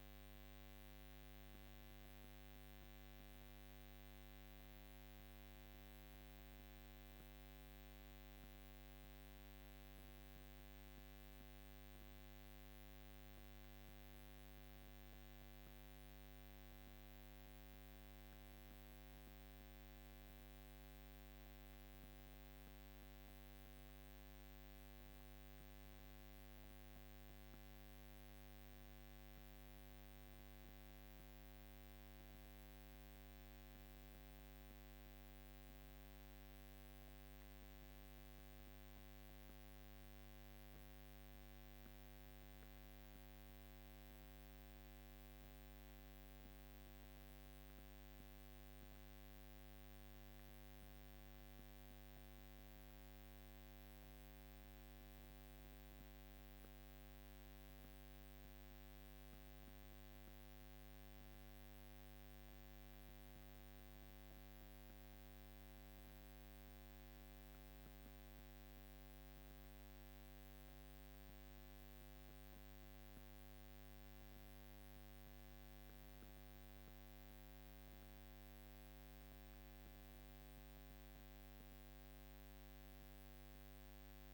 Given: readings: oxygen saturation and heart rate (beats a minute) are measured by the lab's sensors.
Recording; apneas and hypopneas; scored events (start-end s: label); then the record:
breathing in sleep, hard to hear, by a microphone on the trachea; none
none scored
From the record:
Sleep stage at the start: N2 (light sleep); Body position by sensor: on the back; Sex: female